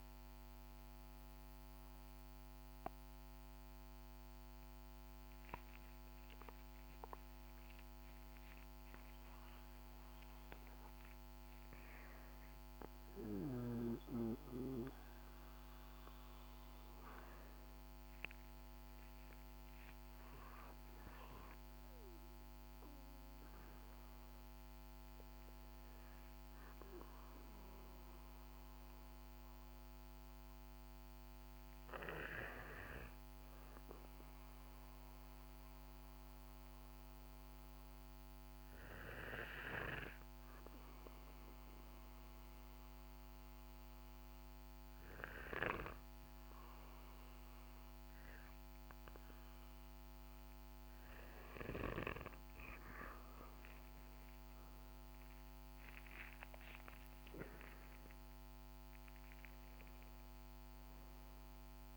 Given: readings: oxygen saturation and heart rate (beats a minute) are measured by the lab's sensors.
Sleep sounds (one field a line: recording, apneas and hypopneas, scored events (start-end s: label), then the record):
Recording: a person partly awake in a sleep study, by a microphone on the trachea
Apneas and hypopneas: none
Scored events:
11.00-61.97 s: new sleep stage, N2 (light sleep)
52.50-57.00 s: arousal
From the record:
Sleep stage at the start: awake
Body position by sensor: on the right side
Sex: male